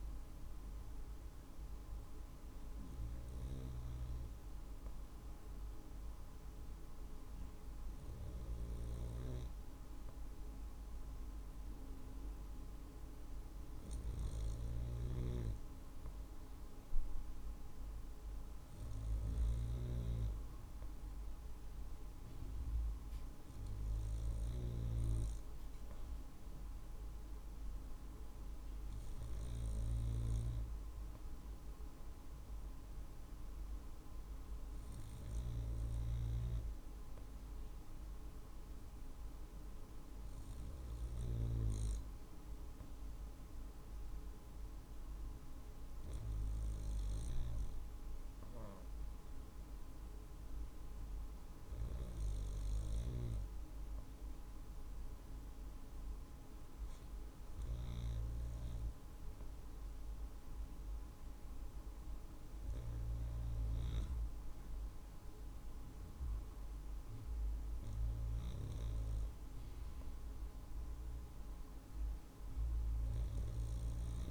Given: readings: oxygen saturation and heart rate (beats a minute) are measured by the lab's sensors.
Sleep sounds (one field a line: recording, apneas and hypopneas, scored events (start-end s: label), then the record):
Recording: breathing in sleep by a room microphone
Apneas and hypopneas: none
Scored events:
none scored
From the record:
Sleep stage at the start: N2 (light sleep)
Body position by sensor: on the right side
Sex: male